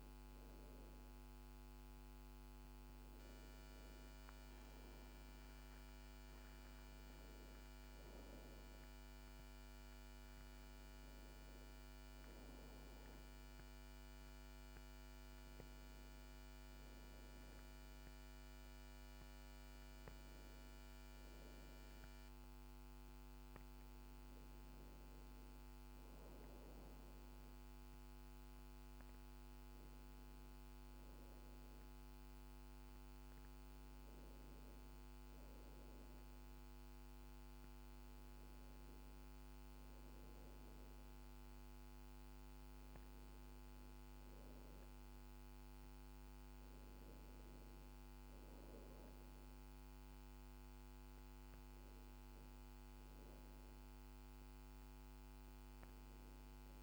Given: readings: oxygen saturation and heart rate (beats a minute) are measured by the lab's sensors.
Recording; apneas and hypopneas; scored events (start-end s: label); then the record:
breathing in sleep, hard to hear, by a microphone on the trachea; none
none scored
From the record:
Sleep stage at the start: N1 (lightest sleep); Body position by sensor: on the back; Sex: female